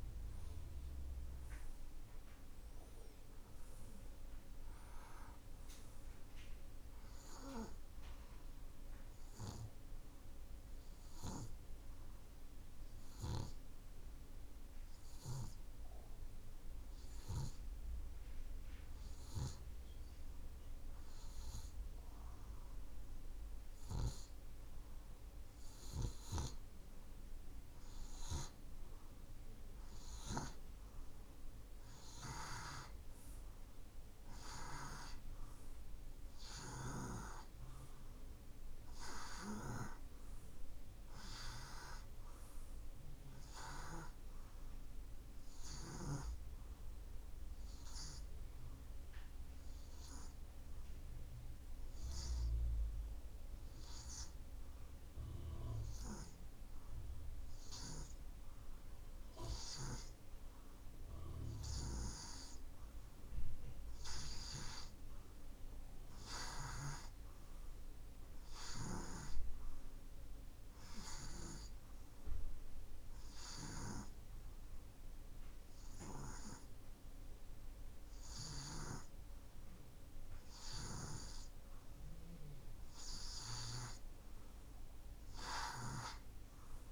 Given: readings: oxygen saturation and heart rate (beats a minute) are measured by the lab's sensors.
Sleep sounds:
breathing in sleep by a room microphone; 2
0.00-19.50 s: oxygen desaturation (device-marked, oxygen 87% lowest)
7.00-19.50 s: obstructive apnea (oxygen 93% before, 88% lowest)
23.50-28.00 s: arousal
41.50-65.50 s: oxygen desaturation (device-marked, oxygen 94% before, 88% lowest)
43.50-59.50 s: hypopnea (oxygen 94% before, 88% lowest)
64.00-69.00 s: arousal
83.50-86.92 s: oxygen desaturation (device-marked, oxygen 92% before, 88% lowest)
From the record:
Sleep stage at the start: N2 (light sleep); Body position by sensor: on the right side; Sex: male

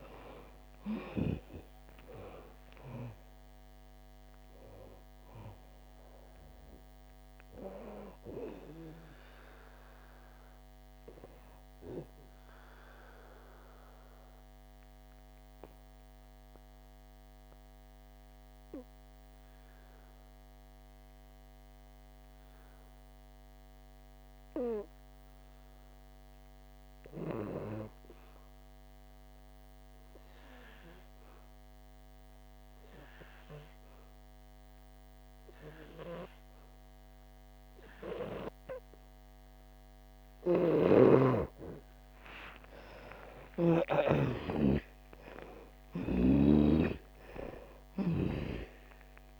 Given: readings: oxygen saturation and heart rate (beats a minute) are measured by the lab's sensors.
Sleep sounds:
breathing in sleep by a microphone on the trachea; 1
0.00-2.50 s: arousal
0.00-29.00 s: oxygen desaturation (device-marked, oxygen 85% lowest, heart rate 60 extreme)
13.00-41.00 s: obstructive apnea (oxygen 98% before, 85% lowest, heart rate 85 before, 59 extreme, up 33 after)
40.00-49.40 s: oxygen desaturation (device-marked, oxygen 99% before, 87% lowest, heart rate 63 before, 59 extreme)
40.50-44.00 s: snoring (device-marked)
42.50-47.00 s: arousal
From the record:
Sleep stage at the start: N2 (light sleep); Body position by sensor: on the back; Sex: female

